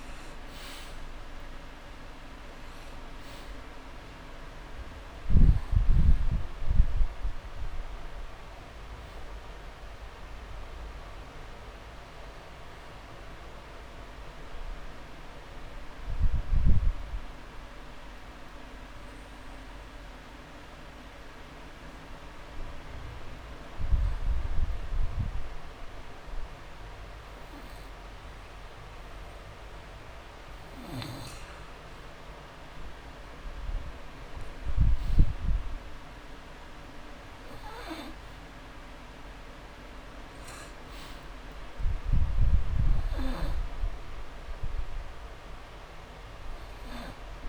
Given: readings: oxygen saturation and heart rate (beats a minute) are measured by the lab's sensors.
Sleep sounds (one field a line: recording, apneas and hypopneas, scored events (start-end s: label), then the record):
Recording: breathing in sleep, hard to hear, by a room microphone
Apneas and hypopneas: 1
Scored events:
0.00-29.50 s: oxygen desaturation (device-marked, oxygen 86% lowest)
12.50-14.50 s: long interval between heartbeats (device-marked)
14.50-30.50 s: hypopnea (oxygen 98% before, 86% lowest)
30.50-32.50 s: long interval between heartbeats (device-marked)
31.50-35.00 s: arousal
39.50-47.49 s: oxygen desaturation (device-marked, oxygen 99% before, 92% lowest)
From the record:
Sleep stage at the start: N2 (light sleep)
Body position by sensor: on the back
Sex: male